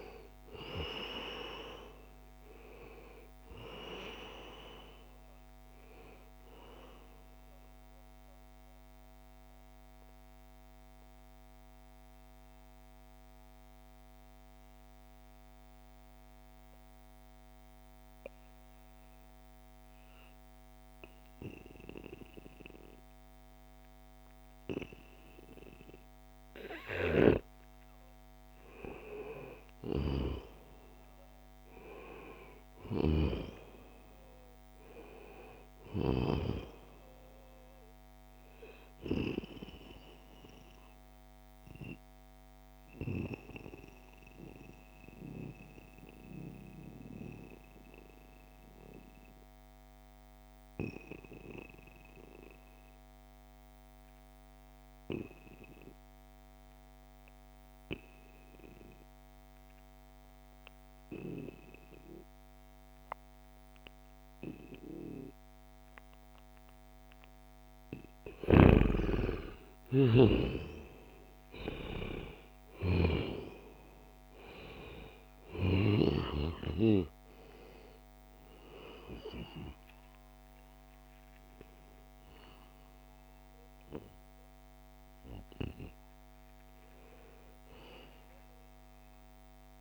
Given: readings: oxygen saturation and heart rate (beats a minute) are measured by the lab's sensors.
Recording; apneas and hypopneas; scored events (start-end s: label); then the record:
breathing in sleep by a microphone on the trachea; 2
0.00-21.50 s: oxygen desaturation (device-marked, oxygen 86% lowest, heart rate 68 extreme)
8.50-26.50 s: mixed apnea (oxygen 93% before, 86% lowest, heart rate 74 before, 68 extreme, up 3 after)
26.00-32.50 s: snoring (device-marked)
27.50-32.50 s: arousal
34.50-47.50 s: oxygen desaturation (device-marked, oxygen 96% before, 91% lowest, heart rate 69 before, 65 extreme)
40.50-66.50 s: mixed apnea (oxygen 96% before, 87% lowest, heart rate 71 before, 65 extreme, up 6 after)
64.50-89.81 s: oxygen desaturation (device-marked, oxygen 95% before, 87% lowest, heart rate 68 before, 67 extreme)
67.50-75.50 s: snoring (device-marked)
68.00-71.50 s: arousal
68.50-89.81 s: new sleep stage, N1 (lightest sleep)
From the record:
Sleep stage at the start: N2 (light sleep); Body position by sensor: on the back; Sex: male